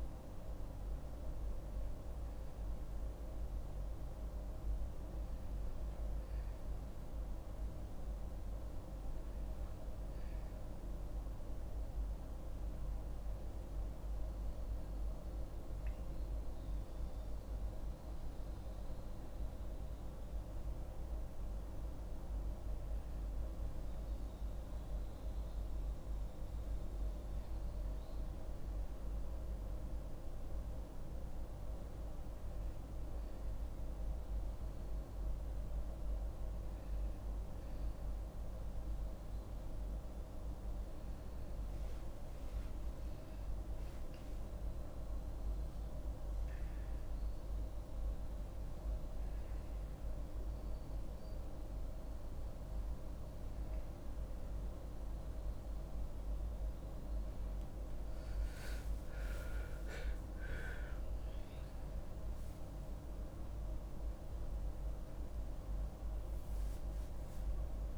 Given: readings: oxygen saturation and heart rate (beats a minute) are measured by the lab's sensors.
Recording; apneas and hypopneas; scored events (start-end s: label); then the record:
a person awake in a sleep study, hard to hear, by a room microphone; none
60.00-67.97 s: new sleep stage, N1 (lightest sleep)
From the record:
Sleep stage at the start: awake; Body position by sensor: on the back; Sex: female